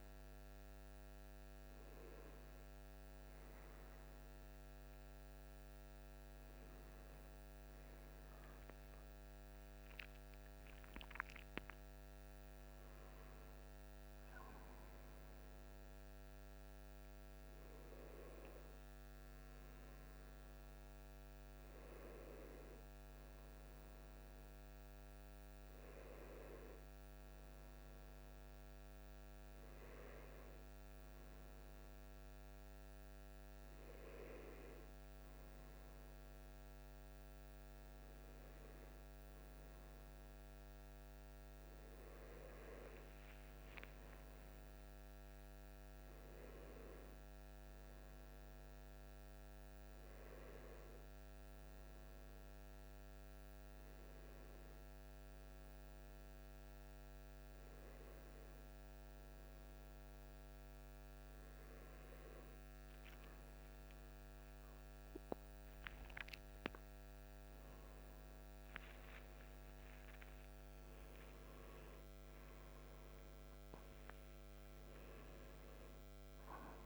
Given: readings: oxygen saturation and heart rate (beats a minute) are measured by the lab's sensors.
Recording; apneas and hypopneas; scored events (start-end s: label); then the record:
a person awake in a sleep study, by a microphone on the trachea; none
0.00-12.50 s: oxygen desaturation (device-marked, oxygen 94% lowest, heart rate 56 extreme)
From the record:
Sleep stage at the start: awake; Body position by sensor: on the right side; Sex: male